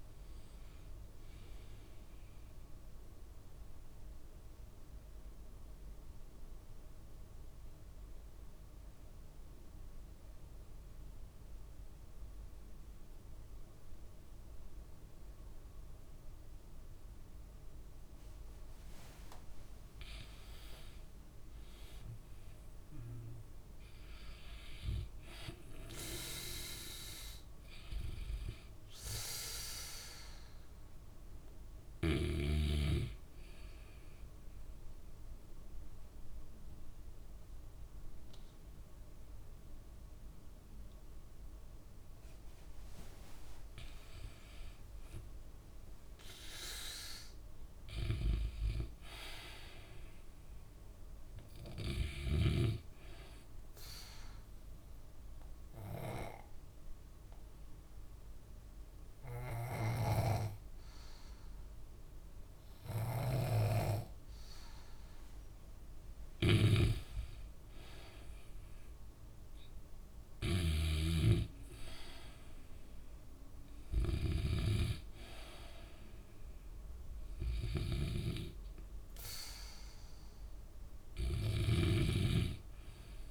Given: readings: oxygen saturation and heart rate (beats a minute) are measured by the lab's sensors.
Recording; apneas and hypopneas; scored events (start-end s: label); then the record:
breathing in sleep by a room microphone; 3
0.00-16.00 s: oxygen desaturation (device-marked, oxygen 84% lowest, heart rate 59 extreme)
3.00-20.00 s: mixed apnea (oxygen 96% before, 84% lowest, heart rate 65 before, 60 extreme, up 10 after)
21.00-24.50 s: arousal
26.00-43.00 s: oxygen desaturation (device-marked, oxygen 97% before, 92% lowest, heart rate 66 before, 64 extreme)
35.00-45.00 s: mixed apnea (oxygen 97% before, 92% lowest, heart rate 67 before, 64 extreme, up 6 after)
46.50-50.00 s: arousal
51.00-55.00 s: oxygen desaturation (device-marked, oxygen 96% before, 93% lowest, heart rate 66 before, 64 extreme)
53.50-66.50 s: obstructive apnea (oxygen 96% before, 90% lowest, heart rate 67 before, 64 extreme, up 8 after)
66.50-71.50 s: snoring (device-marked)
68.00-70.50 s: arousal
74.00-83.31 s: oxygen desaturation (device-marked, oxygen 96% before, 92% lowest, heart rate 67 before, 64 extreme)
78.00-82.50 s: snoring (device-marked)
From the record:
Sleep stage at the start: N2 (light sleep); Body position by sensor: on the back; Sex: male